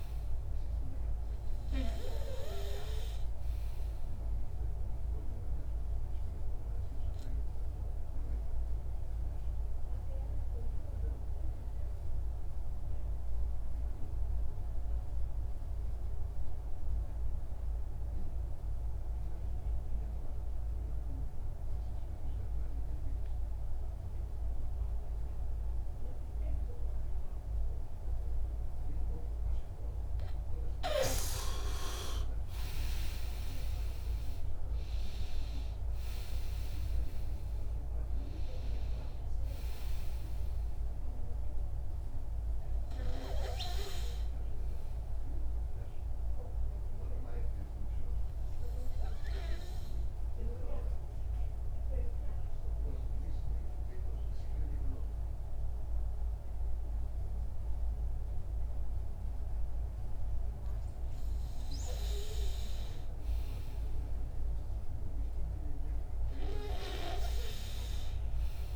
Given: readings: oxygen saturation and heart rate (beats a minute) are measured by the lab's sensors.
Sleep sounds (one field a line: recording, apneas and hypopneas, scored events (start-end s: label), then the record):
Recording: breathing in sleep by a room microphone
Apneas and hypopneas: 2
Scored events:
0.00-19.00 s: oxygen desaturation (device-marked, oxygen 93% lowest, heart rate 61 extreme)
7.00-30.50 s: obstructive apnea (oxygen 98% before, 90% lowest, heart rate 66 before, 62 extreme, up 18 after)
31.50-35.00 s: arousal
34.00-58.00 s: oxygen desaturation (device-marked, oxygen 98% before, 90% lowest, heart rate 65 before, 62 extreme)
46.00-60.00 s: obstructive apnea (oxygen 98% before, 90% lowest, heart rate 69 before, 62 extreme, up 2 after)
62.50-65.50 s: arousal
From the record:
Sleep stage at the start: N2 (light sleep)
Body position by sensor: on the back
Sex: male